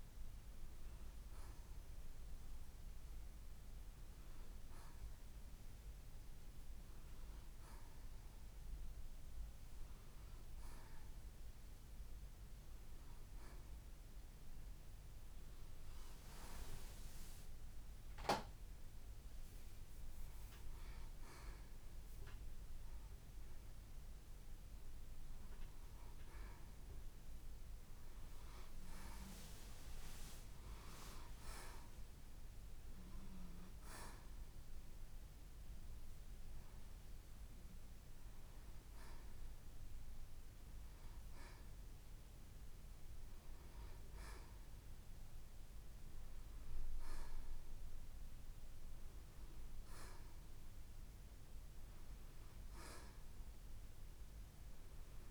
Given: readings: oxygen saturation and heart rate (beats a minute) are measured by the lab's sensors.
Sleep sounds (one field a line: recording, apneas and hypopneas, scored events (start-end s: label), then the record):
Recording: breathing in sleep by a room microphone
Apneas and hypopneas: none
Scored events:
0.00-13.50 s: oxygen desaturation (device-marked, oxygen 83% lowest, heart rate 61 extreme)
8.50-55.31 s: new sleep stage, N1 (lightest sleep)
18.50-23.50 s: arousal
22.50-30.50 s: oxygen desaturation (device-marked, oxygen 94% before, 90% lowest, heart rate 65 before, 65 extreme)
38.50-54.50 s: oxygen desaturation (device-marked, oxygen 91% before, 88% lowest, heart rate 68 before, 60 extreme)
From the record:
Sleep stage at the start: N2 (light sleep)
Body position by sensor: on the right side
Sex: male